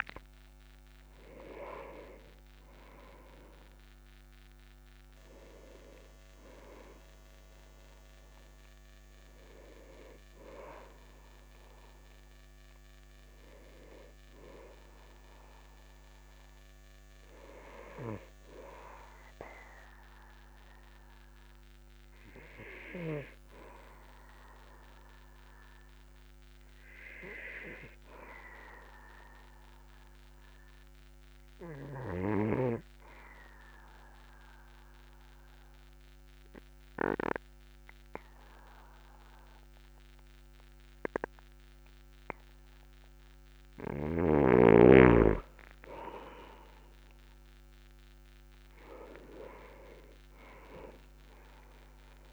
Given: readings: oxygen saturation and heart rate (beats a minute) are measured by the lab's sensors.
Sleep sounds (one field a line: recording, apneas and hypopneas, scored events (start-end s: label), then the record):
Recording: breathing in sleep by a microphone on the trachea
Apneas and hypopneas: 1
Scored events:
16.00-42.00 s: oxygen desaturation (device-marked, oxygen 98% before, 90% lowest, heart rate 52 before, 43 extreme)
25.00-52.33 s: new sleep stage, N2 (light sleep)
29.50-44.00 s: obstructive apnea (oxygen 99% before, 90% lowest, heart rate 48 before, 43 extreme, up 8 after)
46.50-50.50 s: arousal
From the record:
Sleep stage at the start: N1 (lightest sleep)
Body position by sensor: on the back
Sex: male